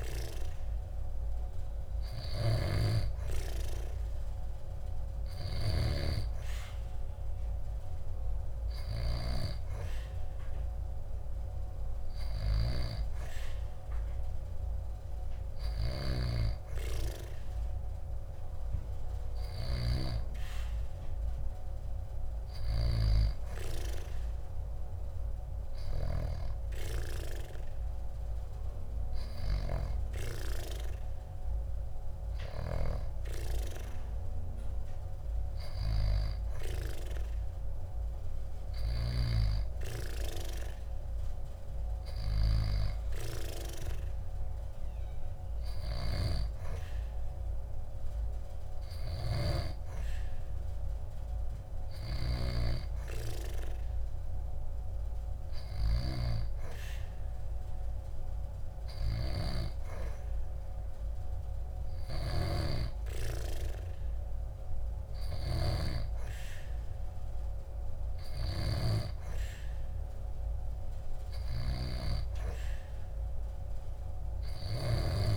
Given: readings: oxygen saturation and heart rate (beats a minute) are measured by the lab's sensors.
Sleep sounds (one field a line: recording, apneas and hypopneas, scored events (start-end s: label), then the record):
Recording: breathing in sleep by a room microphone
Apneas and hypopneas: none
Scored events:
none scored
From the record:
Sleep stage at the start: N2 (light sleep)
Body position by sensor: on the back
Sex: female